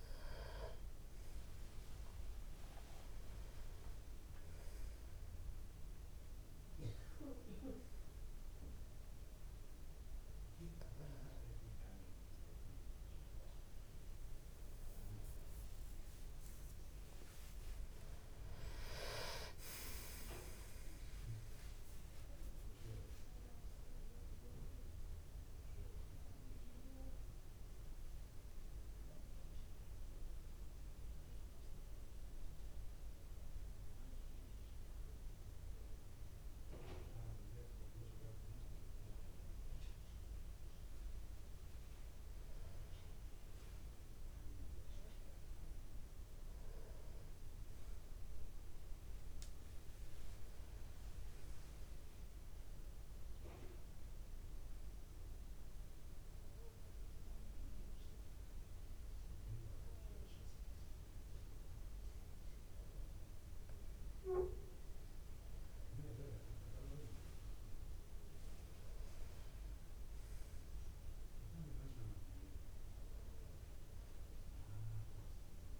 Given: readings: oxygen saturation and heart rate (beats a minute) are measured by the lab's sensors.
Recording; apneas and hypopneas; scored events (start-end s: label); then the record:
breathing in sleep by a room microphone; 2
21.50-25.00 s: arousal
28.50-38.50 s: mixed apnea (oxygen 95% before, 94% lowest, heart rate 69 before, 52 extreme, up 6 after)
40.50-44.00 s: arousal
55.00-65.00 s: obstructive apnea (oxygen 98% before, 94% lowest, heart rate 56 before, 53 extreme, up 16 after)
67.00-69.50 s: arousal
From the record:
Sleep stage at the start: N2 (light sleep); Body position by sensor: on the back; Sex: male